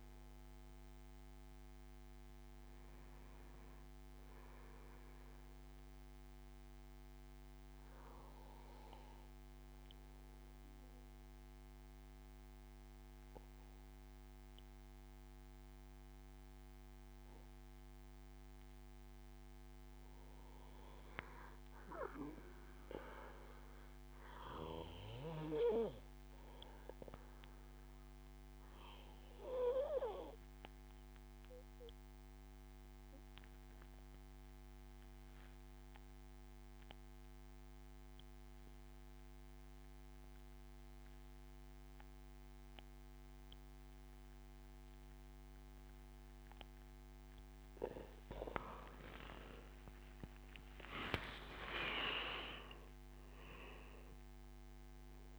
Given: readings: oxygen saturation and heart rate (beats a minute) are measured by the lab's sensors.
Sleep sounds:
breathing in sleep by a microphone on the trachea; 1
0.00-3.00 s: oxygen desaturation (device-marked, oxygen 94% lowest, heart rate 73 extreme)
20.50-23.50 s: arousal
26.00-46.00 s: obstructive apnea (oxygen 99% before, 91% lowest, heart rate 76 before, 72 extreme, up 12 after)
44.00-55.39 s: oxygen desaturation (device-marked, oxygen 96% before, 91% lowest, heart rate 78 before, 70 extreme)
46.50-50.00 s: arousal
From the record:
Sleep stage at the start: N2 (light sleep); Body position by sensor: on the back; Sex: male

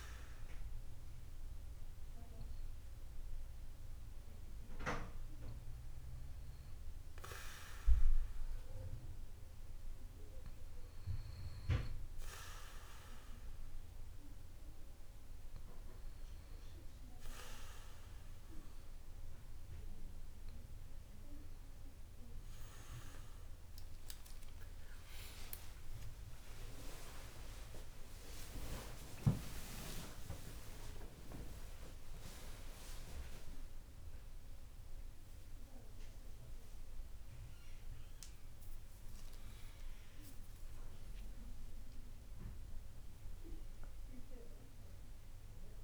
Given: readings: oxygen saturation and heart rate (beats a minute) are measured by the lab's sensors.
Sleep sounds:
breathing in sleep by a room microphone; none
25.00-29.50 s: arousal
26.00-45.83 s: new sleep stage, N1 (lightest sleep)
From the record:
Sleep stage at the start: N2 (light sleep); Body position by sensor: on the back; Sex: male

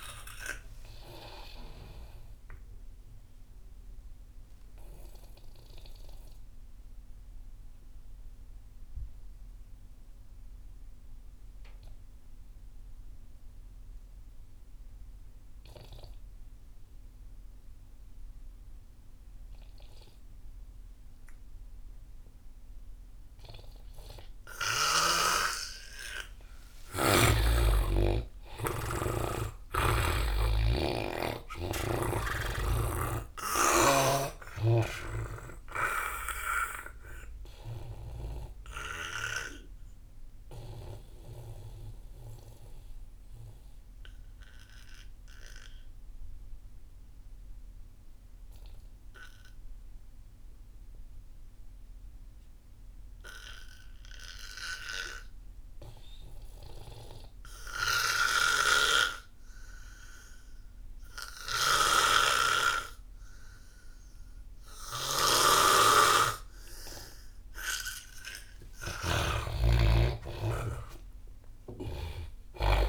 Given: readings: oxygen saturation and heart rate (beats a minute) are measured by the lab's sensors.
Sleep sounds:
breathing in sleep by a room microphone; 2
0.00-15.50 s: oxygen desaturation (device-marked, oxygen 86% lowest)
3.50-25.00 s: obstructive apnea (oxygen 97% before, 84% lowest)
27.00-31.50 s: arousal
28.50-34.50 s: oxygen desaturation (device-marked, oxygen 98% before, 94% lowest)
36.50-67.50 s: obstructive apnea (oxygen 98% before, 84% lowest)
42.50-51.50 s: oxygen desaturation (device-marked, oxygen 94% before, 84% lowest)
62.50-72.89 s: oxygen desaturation (device-marked, oxygen 98% before, 84% lowest)
66.00-70.00 s: snoring (device-marked)
69.00-72.89 s: arousal
From the record:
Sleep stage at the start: N2 (light sleep); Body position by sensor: on the back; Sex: male

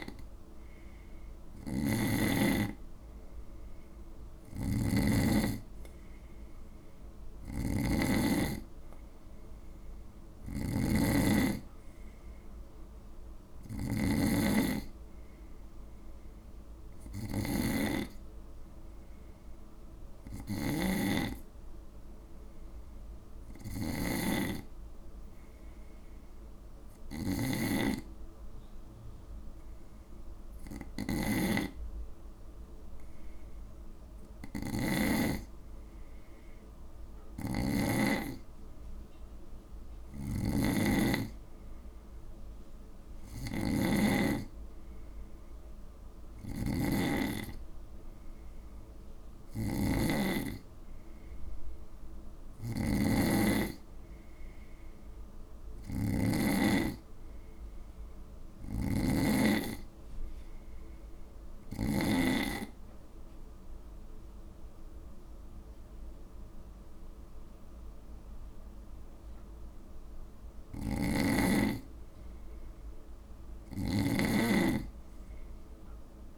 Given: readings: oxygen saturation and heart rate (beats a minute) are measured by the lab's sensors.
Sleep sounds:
breathing in sleep by a room microphone; 2
1.50-35.00 s: snoring (device-marked)
7.50-26.50 s: oxygen desaturation (device-marked, oxygen 95% before, 92% lowest, heart rate 58 before, 55 extreme)
14.50-17.50 s: arousal
21.00-32.50 s: hypopnea (oxygen 95% before, 91% lowest, heart rate 59 before, 55 extreme, up 4 after)
33.50-37.50 s: arousal
37.00-62.00 s: snoring (device-marked)
58.50-71.50 s: oxygen desaturation (device-marked, oxygen 95% before, 91% lowest, heart rate 56 before, 56 extreme)
61.00-71.50 s: obstructive apnea (oxygen 95% before, 89% lowest, heart rate 56 before, 56 extreme, up 3 after)
70.50-76.38 s: snoring (device-marked)
From the record:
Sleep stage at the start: N2 (light sleep); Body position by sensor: on the right side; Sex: male

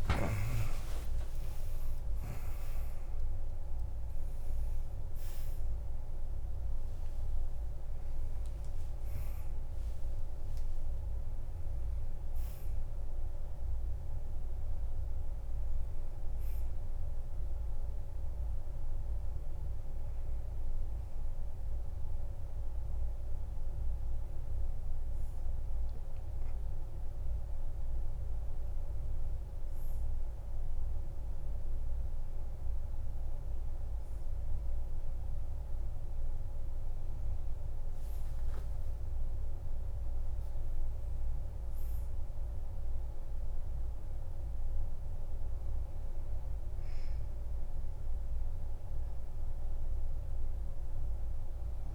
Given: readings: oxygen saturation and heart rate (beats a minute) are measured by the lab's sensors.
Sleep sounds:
breathing in sleep, hard to hear, by a room microphone; none
0.00-4.00 s: tachycardia (device-marked, heart rate 169 extreme)
0.00-27.00 s: oxygen desaturation (device-marked, oxygen 88% lowest, heart rate 53 extreme)
1.00-3.00 s: long interval between heartbeats (device-marked, heart rate 75 before, 165 extreme)
45.00-51.95 s: new sleep stage, N2 (light sleep)
From the record:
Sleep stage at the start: N1 (lightest sleep); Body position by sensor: on the back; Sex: male

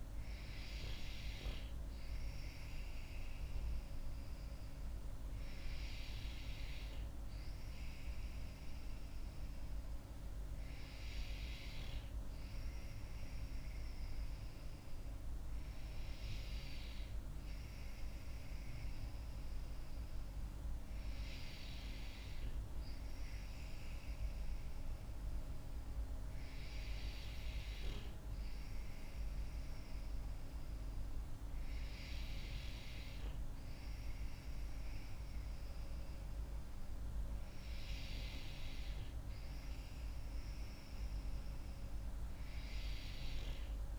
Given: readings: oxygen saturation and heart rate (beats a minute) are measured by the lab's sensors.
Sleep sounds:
breathing in sleep, hard to hear, by a room microphone; none
4.50-34.50 s: new sleep stage, N3 (deep sleep)
34.50-43.99 s: new sleep stage, N2 (light sleep)
From the record:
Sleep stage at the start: N2 (light sleep); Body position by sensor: on the back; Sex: female

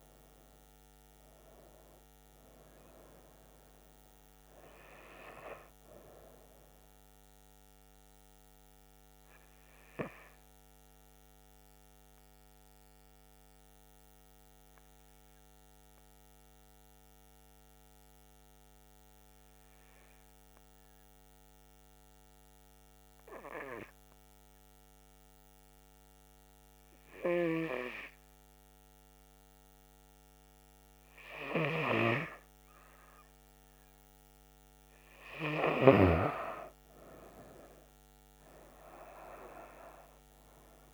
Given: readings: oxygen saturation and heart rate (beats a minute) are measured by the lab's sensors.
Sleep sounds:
breathing in sleep by a microphone on the trachea; 1
0.00-14.50 s: oxygen desaturation (device-marked, oxygen 90% lowest, heart rate 66 extreme)
10.00-32.00 s: hypopnea (oxygen 96% before, 90% lowest, heart rate 76 before, 66 extreme, up 4 after)
33.50-38.50 s: arousal
33.50-40.94 s: oxygen desaturation (device-marked, oxygen 97% before, 91% lowest, heart rate 68 before, 65 extreme)
From the record:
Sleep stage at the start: N2 (light sleep); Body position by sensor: on the right side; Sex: female

